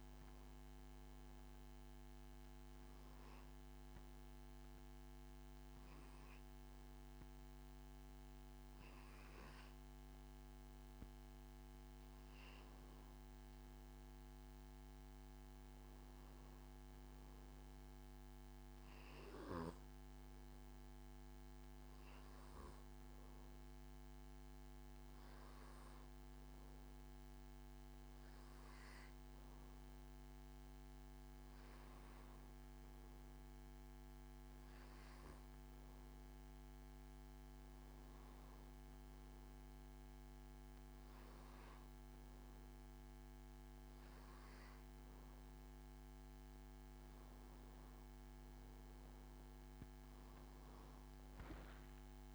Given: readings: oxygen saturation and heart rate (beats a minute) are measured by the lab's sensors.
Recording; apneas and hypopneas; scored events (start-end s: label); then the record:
breathing in sleep, hard to hear, by a microphone on the trachea; none
none scored
From the record:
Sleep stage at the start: N2 (light sleep); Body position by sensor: on the back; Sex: male